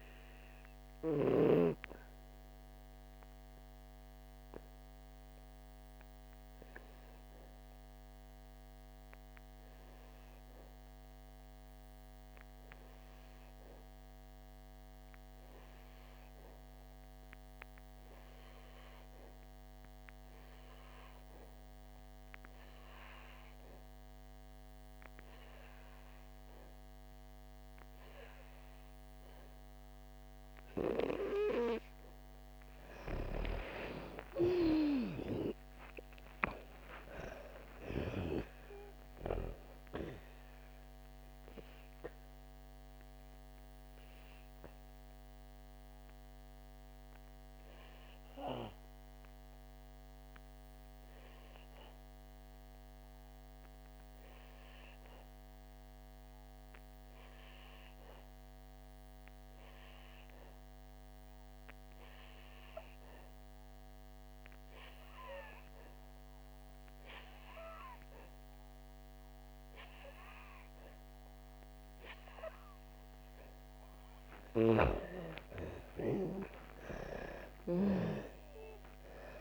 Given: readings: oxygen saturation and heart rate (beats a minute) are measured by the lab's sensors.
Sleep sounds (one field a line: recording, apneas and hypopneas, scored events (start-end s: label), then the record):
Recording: breathing in sleep by a microphone on the trachea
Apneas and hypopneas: 2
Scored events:
0.00-22.50 s: oxygen desaturation (device-marked, oxygen 89% lowest, heart rate 56 extreme)
3.00-32.00 s: obstructive apnea (oxygen 98% before, 88% lowest, heart rate 64 before, 55 extreme, up 11 after)
34.00-38.00 s: arousal
38.50-45.50 s: oxygen desaturation (device-marked, oxygen 97% before, 90% lowest, heart rate 61 before, 55 extreme)
42.00-73.50 s: obstructive apnea (oxygen 97% before, 88% lowest, heart rate 63 before, 55 extreme, up 7 after)
59.50-67.50 s: oxygen desaturation (device-marked, oxygen 91% before, 88% lowest, heart rate 63 before, 60 extreme)
75.00-78.50 s: arousal
From the record:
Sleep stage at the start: N2 (light sleep)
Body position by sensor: on the back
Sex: female